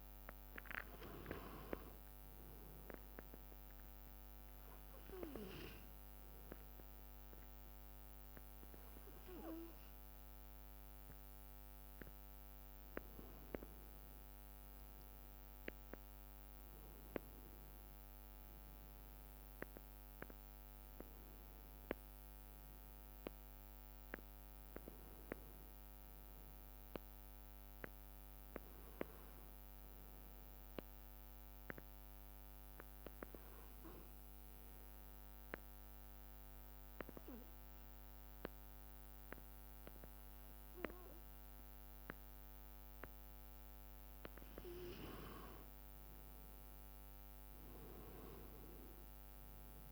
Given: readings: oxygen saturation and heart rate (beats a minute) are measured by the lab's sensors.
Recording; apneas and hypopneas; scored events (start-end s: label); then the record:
breathing in sleep by a microphone on the trachea; 2
0.00-1.00 s: arousal
4.00-14.00 s: hypopnea (oxygen 97% before, 91% lowest, heart rate 66 before, 62 extreme, up 2 after)
17.00-22.00 s: arousal
32.50-43.50 s: obstructive apnea (oxygen 96% before, 89% lowest, heart rate 65 before, 62 extreme, up 6 after)
46.00-49.92 s: arousal
48.00-49.92 s: oxygen desaturation (device-marked, oxygen 96% before, 91% lowest, heart rate 64 before, 60 extreme)
From the record:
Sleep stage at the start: N2 (light sleep); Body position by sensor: on the back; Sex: male